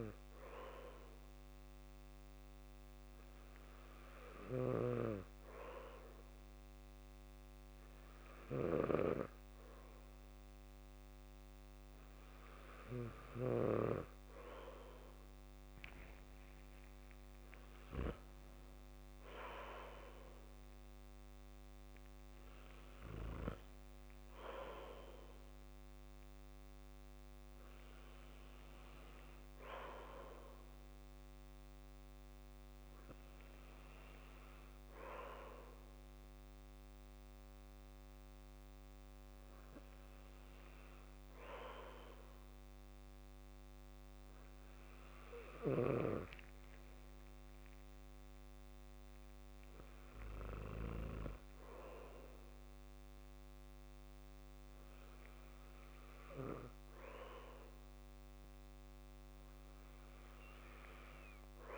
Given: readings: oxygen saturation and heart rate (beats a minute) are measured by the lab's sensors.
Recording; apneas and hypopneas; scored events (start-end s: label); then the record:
breathing in sleep by a microphone on the trachea; none
16.50-18.50 s: long interval between heartbeats (device-marked, heart rate 63 before, 76 extreme)
From the record:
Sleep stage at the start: N2 (light sleep); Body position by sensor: on the back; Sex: male